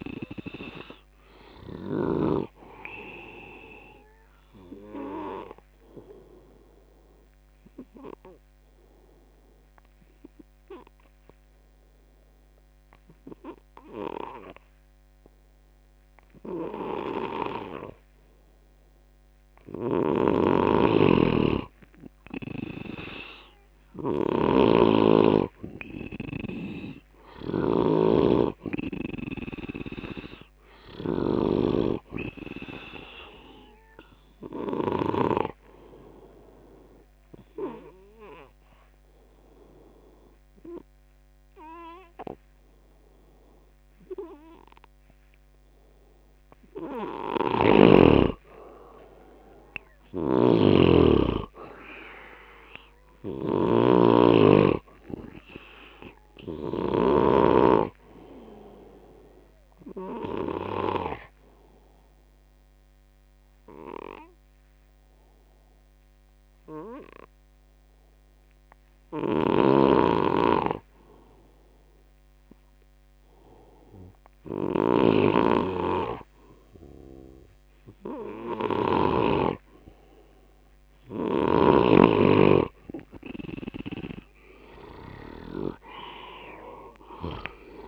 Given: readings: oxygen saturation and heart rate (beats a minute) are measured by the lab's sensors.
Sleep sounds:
breathing in sleep by a microphone on the trachea; 3
0.00-2.00 s: snoring (device-marked)
7.50-20.50 s: obstructive apnea (oxygen 97% before, 89% lowest, heart rate 77 before, 69 extreme, up 6 after)
19.50-35.50 s: snoring (device-marked)
22.00-25.00 s: arousal
26.50-50.50 s: oxygen desaturation (device-marked, oxygen 97% before, 90% lowest, heart rate 74 before, 72 extreme)
36.50-48.00 s: obstructive apnea (oxygen 97% before, 89% lowest, heart rate 75 before, 72 extreme, up 6 after)
50.00-57.00 s: snoring (device-marked)
50.50-53.50 s: arousal
58.50-69.50 s: oxygen desaturation (device-marked, oxygen 96% before, 89% lowest, heart rate 77 before, 67 extreme)
61.00-76.00 s: obstructive apnea (oxygen 96% before, 89% lowest, heart rate 76 before, 67 extreme, up 1 after)
69.00-79.00 s: snoring (device-marked)
78.50-82.00 s: arousal
80.50-87.88 s: oxygen desaturation (device-marked, oxygen 96% before, 91% lowest, heart rate 77 before, 56 extreme)
From the record:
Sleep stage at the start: N2 (light sleep); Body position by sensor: on the left side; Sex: male

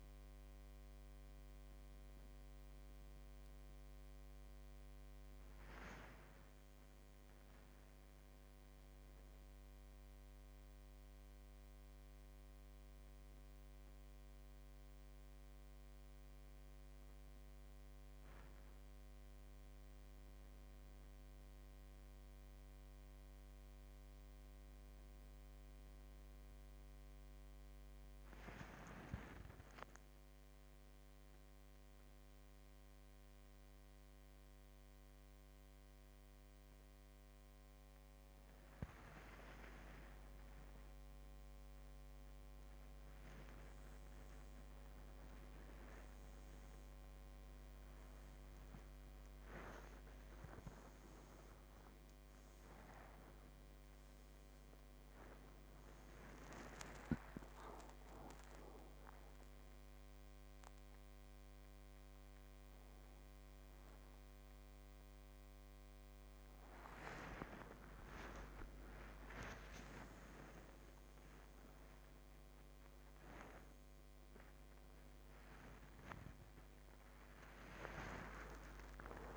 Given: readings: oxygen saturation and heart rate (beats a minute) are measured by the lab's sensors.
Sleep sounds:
a person awake in a sleep study, by a microphone on the trachea; none
76.50-79.37 s: oxygen desaturation (device-marked, oxygen 97% before, 94% lowest, heart rate 80 before, 75 extreme)
From the record:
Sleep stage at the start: awake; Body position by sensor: upright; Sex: male

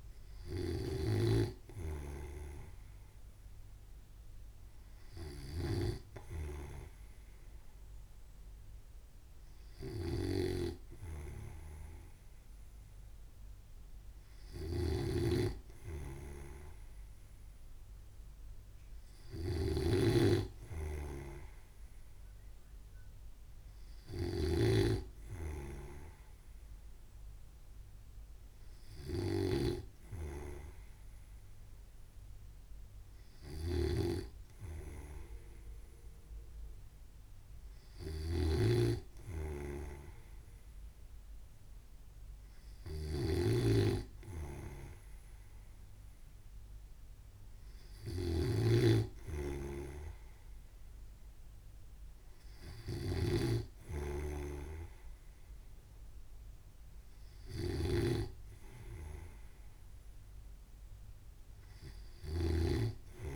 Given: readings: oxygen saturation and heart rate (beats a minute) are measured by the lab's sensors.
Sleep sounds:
breathing in sleep by a room microphone; none
0.00-63.36 s: snoring (device-marked)
From the record:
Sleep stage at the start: N2 (light sleep); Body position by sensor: on the right side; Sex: male

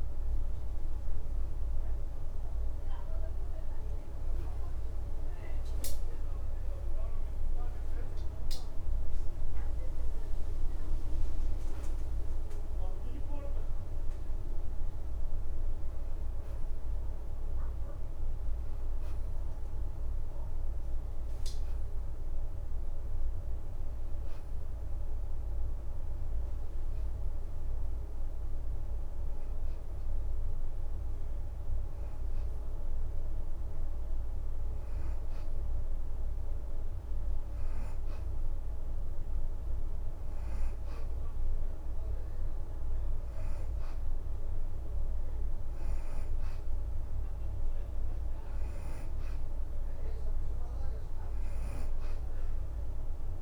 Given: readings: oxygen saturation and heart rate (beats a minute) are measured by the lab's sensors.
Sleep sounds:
breathing in sleep, hard to hear, by a room microphone; none
6.00-7.50 s: leg movement (device-marked)
6.00-10.00 s: arousal
15.50-23.50 s: oxygen desaturation (device-marked, oxygen 92% before, 87% lowest, heart rate 81 before, 78 extreme)
41.50-53.42 s: oxygen desaturation (device-marked, oxygen 91% before, 88% lowest, heart rate 80 before, 82 extreme)
From the record:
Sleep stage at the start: N2 (light sleep); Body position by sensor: on the back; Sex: female

